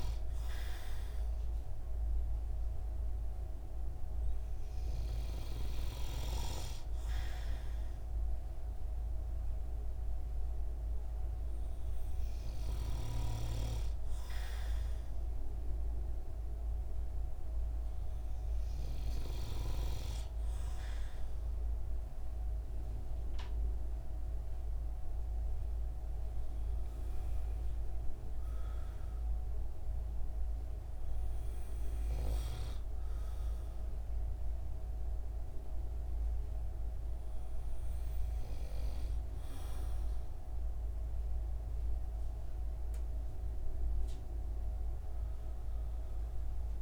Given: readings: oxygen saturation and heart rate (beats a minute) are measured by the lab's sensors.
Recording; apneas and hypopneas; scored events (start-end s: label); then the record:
breathing in sleep by a room microphone; none
none scored
From the record:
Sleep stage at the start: N2 (light sleep); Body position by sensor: on the right side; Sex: male